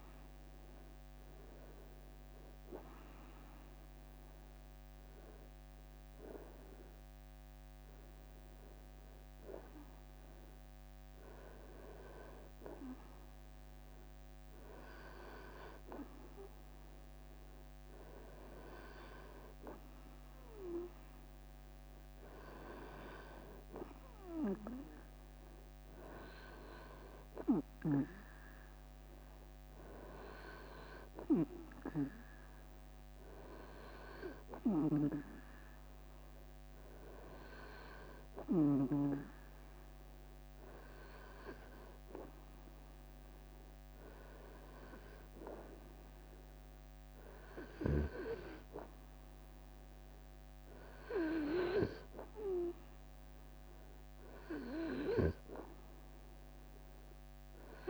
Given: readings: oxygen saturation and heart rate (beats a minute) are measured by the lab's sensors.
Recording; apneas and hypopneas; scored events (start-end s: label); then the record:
breathing in sleep by a microphone on the trachea; none
0.00-1.00 s: long interval between heartbeats (device-marked, heart rate 78 extreme)
From the record:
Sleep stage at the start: REM sleep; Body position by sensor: on the right side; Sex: male